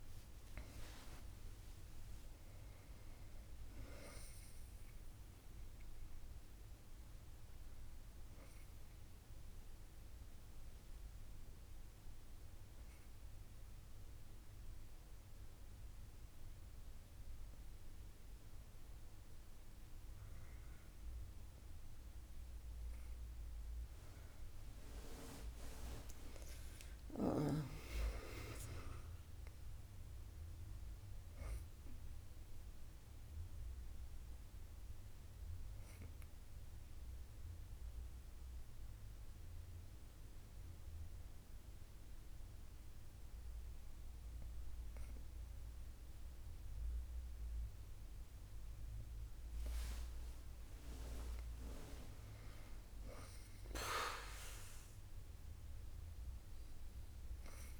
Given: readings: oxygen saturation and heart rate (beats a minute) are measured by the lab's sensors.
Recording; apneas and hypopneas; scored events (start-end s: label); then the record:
breathing in sleep by a room microphone; 2
13.50-25.50 s: obstructive apnea (oxygen 98% before, 97% lowest, heart rate 94 before, 61 extreme, up 18 after)
27.00-30.50 s: arousal
36.00-49.50 s: obstructive apnea (oxygen 99% before, 96% lowest, heart rate 69 before, 61 extreme, up 8 after)
50.50-54.50 s: arousal
From the record:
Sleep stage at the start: N2 (light sleep); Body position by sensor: on the back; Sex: female